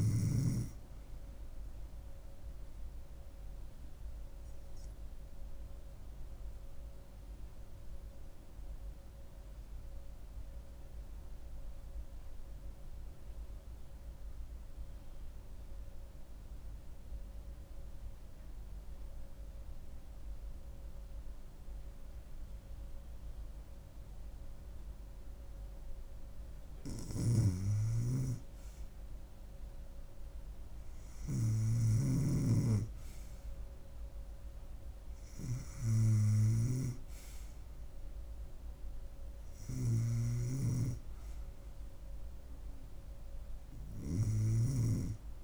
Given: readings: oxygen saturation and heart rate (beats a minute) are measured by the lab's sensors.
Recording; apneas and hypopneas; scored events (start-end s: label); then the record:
breathing in sleep by a room microphone; 1
0.00-11.50 s: oxygen desaturation (device-marked, oxygen 92% lowest, heart rate 69 extreme)
5.00-25.50 s: obstructive apnea (oxygen 98% before, 89% lowest, heart rate 71 before, 69 extreme, up 6 after)
27.00-32.00 s: snoring (device-marked)
27.50-31.50 s: arousal
30.50-45.44 s: oxygen desaturation (device-marked, oxygen 96% before, 89% lowest, heart rate 70 before, 69 extreme)
From the record:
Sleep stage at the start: N2 (light sleep); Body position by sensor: on the back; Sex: female